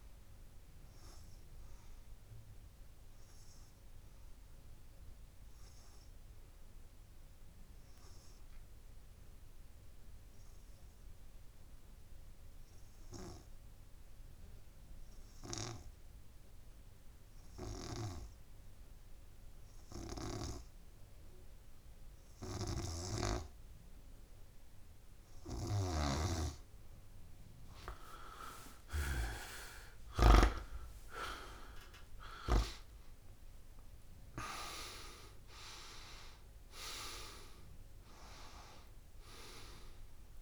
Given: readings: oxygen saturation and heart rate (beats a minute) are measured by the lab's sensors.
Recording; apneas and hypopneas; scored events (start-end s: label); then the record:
breathing in sleep by a room microphone; 1
0.00-2.50 s: oxygen desaturation (device-marked, oxygen 93% lowest)
2.50-24.50 s: obstructive apnea (oxygen 98% before, 94% lowest)
9.50-11.50 s: long interval between heartbeats (device-marked)
16.50-18.50 s: long interval between heartbeats (device-marked)
20.00-22.00 s: long interval between heartbeats (device-marked)
26.00-28.00 s: long interval between heartbeats (device-marked, heart rate 47 before, 60 extreme)
26.00-31.00 s: snoring (device-marked)
28.50-33.00 s: arousal
31.50-33.50 s: long interval between heartbeats (device-marked, heart rate 57 before, 52 extreme)
33.50-40.42 s: oxygen desaturation (device-marked, oxygen 99% before, 95% lowest)
From the record:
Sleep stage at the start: N2 (light sleep); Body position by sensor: on the back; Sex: male